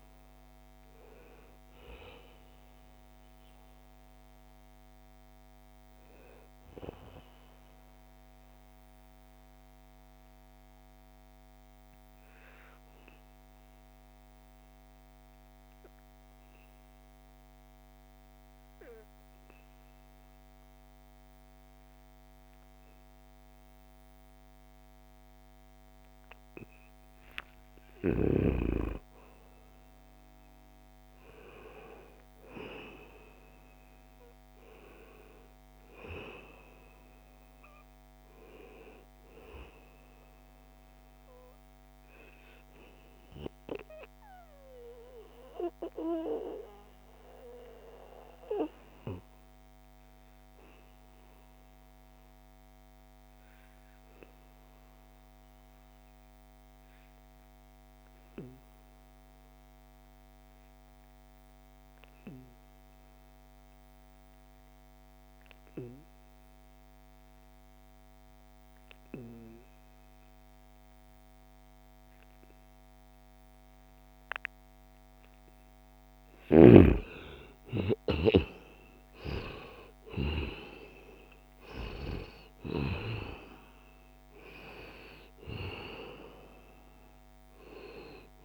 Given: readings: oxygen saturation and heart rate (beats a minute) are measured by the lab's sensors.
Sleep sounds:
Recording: breathing in sleep by a microphone on the trachea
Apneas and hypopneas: 2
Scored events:
0.00-16.50 s: oxygen desaturation (device-marked, oxygen 86% lowest, heart rate 62 extreme)
7.50-26.00 s: obstructive apnea (oxygen 95% before, 87% lowest, heart rate 75 before, 66 extreme, up 13 after)
26.50-28.50 s: long interval between heartbeats (device-marked, heart rate 70 before, 75 extreme)
26.50-30.50 s: arousal
32.50-54.50 s: oxygen desaturation (device-marked, oxygen 97% before, 92% lowest, heart rate 71 before, 64 extreme)
43.00-75.00 s: mixed apnea (oxygen 98% before, 88% lowest, heart rate 74 before, 64 extreme, up 11 after)
67.50-87.50 s: oxygen desaturation (device-marked, oxygen 96% before, 91% lowest, heart rate 67 before, 64 extreme)
76.50-80.50 s: arousal
From the record:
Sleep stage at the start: N2 (light sleep)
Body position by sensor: on the back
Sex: male

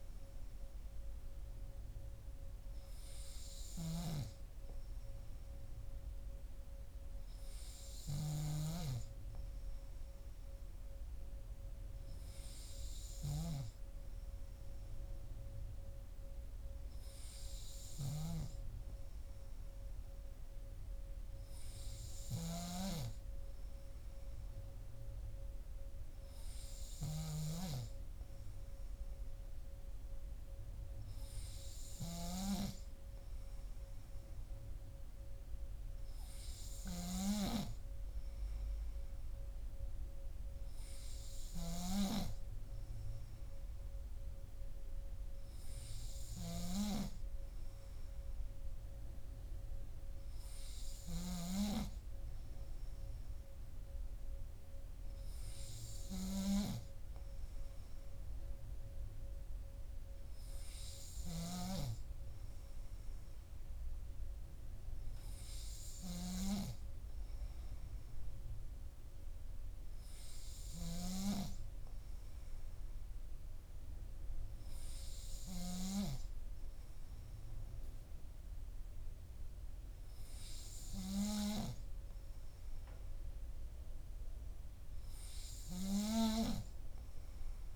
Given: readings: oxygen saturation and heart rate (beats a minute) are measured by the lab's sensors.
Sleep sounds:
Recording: breathing in sleep by a room microphone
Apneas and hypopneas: none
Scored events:
none scored
From the record:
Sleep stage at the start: N2 (light sleep)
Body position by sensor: on the back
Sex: male

